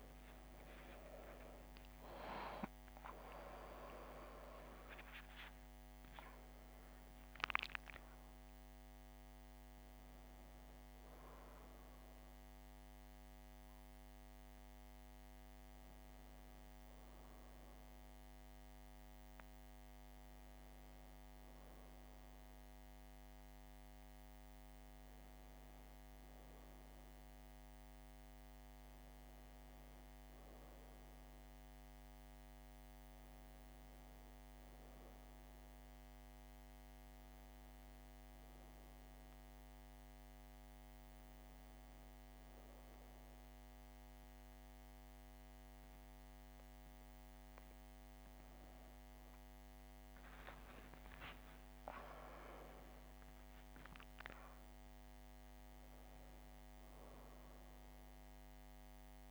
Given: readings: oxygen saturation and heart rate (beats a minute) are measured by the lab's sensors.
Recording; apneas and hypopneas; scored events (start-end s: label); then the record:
a person awake in a sleep study, by a microphone on the trachea; none
none scored
From the record:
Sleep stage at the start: awake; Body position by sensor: on the back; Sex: female